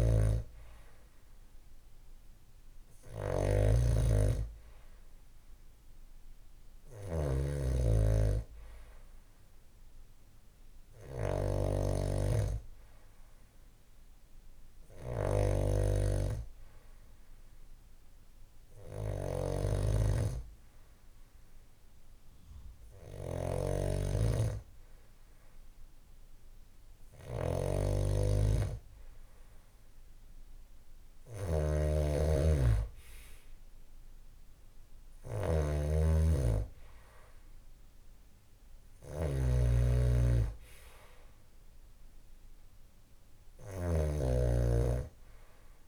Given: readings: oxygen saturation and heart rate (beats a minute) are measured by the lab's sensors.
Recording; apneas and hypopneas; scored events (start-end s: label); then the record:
breathing in sleep by a room microphone; none
0.00-44.00 s: snoring (device-marked)
43.00-45.88 s: arousal
From the record:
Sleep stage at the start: N2 (light sleep); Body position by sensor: on the back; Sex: male